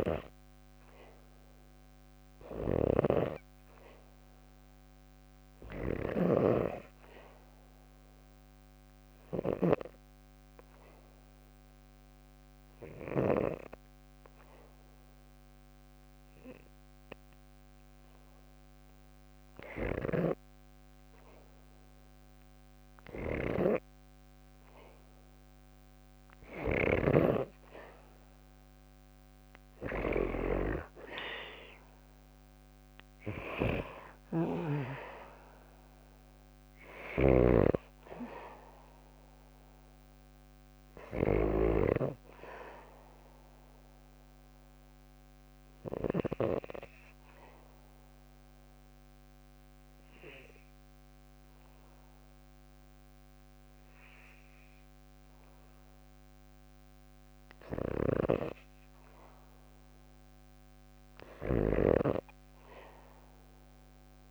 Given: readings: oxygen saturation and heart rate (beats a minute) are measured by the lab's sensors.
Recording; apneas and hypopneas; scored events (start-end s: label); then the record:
breathing in sleep by a microphone on the trachea; 2
0.00-9.00 s: snoring (device-marked)
0.00-12.00 s: oxygen desaturation (device-marked, oxygen 85% lowest, heart rate 61 extreme)
6.00-18.50 s: obstructive apnea (oxygen 98% before, 85% lowest, heart rate 61 before, 61 extreme, up 0 after)
21.50-24.50 s: arousal
31.00-53.00 s: oxygen desaturation (device-marked, oxygen 90% before, 85% lowest, heart rate 61 before, 58 extreme)
32.50-45.50 s: snoring (device-marked)
43.50-57.00 s: obstructive apnea (oxygen 90% before, 88% lowest, heart rate 64 before, 58 extreme, up 0 after)
57.00-64.31 s: snoring (device-marked)
59.50-63.00 s: arousal
From the record:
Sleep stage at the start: N2 (light sleep); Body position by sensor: on the back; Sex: female